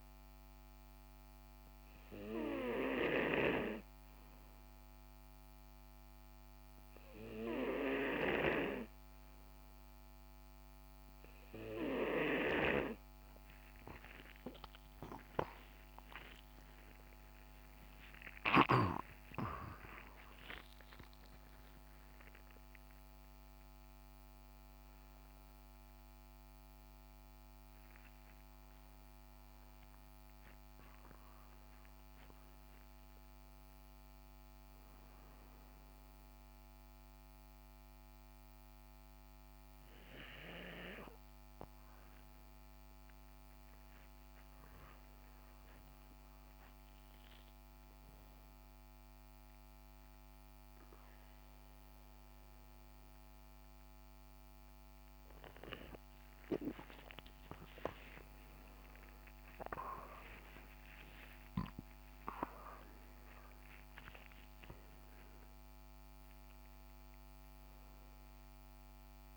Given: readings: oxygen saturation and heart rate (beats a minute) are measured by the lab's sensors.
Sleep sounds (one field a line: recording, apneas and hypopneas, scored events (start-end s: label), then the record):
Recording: a person partly awake in a sleep study, by a microphone on the trachea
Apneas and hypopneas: none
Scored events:
14.50-20.50 s: arousal
51.50-69.37 s: new sleep stage, awake
From the record:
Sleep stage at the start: N2 (light sleep)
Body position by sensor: on the right side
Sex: male